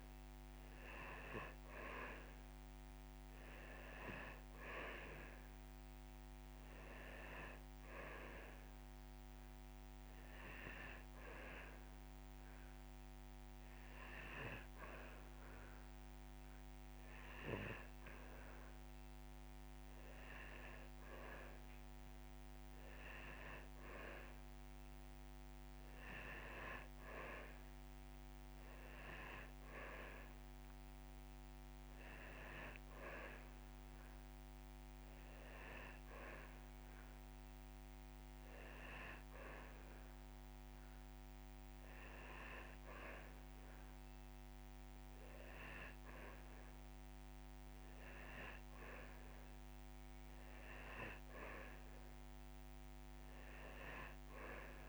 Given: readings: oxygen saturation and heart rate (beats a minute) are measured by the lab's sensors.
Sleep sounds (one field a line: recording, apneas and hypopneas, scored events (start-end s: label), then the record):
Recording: a person awake in a sleep study, by a microphone on the trachea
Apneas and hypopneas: none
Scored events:
13.50-15.50 s: long interval between heartbeats (device-marked)
30.00-54.89 s: new sleep stage, N2 (light sleep)
39.00-41.00 s: long interval between heartbeats (device-marked)
From the record:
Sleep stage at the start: awake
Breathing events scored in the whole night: 234 in 4.1 hours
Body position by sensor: on the back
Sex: male